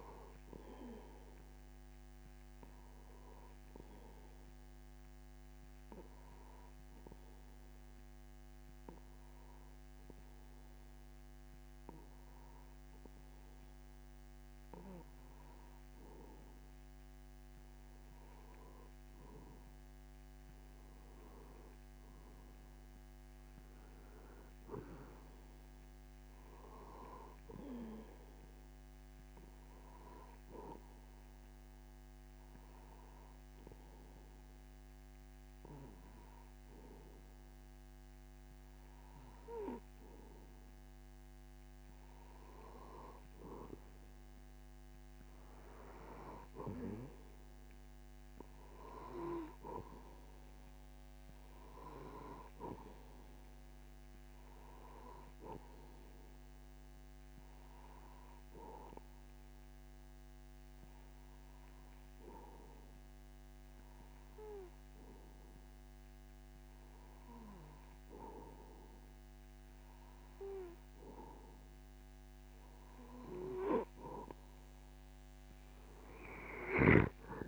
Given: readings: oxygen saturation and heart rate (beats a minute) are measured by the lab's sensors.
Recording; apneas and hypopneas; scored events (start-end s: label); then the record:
breathing in sleep by a microphone on the trachea; 3
6.00-18.50 s: obstructive apnea (oxygen 93% before, 91% lowest)
21.50-25.00 s: arousal
30.00-42.50 s: hypopnea (oxygen 93% before, 91% lowest)
45.00-49.00 s: arousal
57.50-69.50 s: hypopnea (oxygen 93% before, 91% lowest)
76.00-77.48 s: arousal
From the record:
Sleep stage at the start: N2 (light sleep); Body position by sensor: on the back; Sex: male